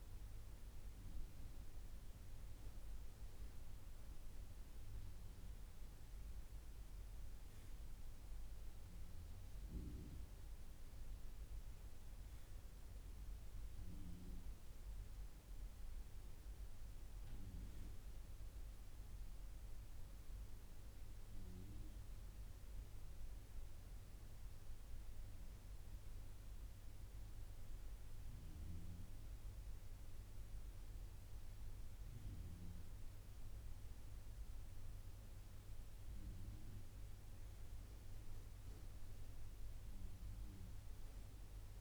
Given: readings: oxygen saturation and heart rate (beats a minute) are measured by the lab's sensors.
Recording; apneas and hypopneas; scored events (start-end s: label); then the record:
breathing in sleep, hard to hear, by a room microphone; none
none scored
From the record:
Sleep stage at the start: N2 (light sleep); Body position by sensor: on the right side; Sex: male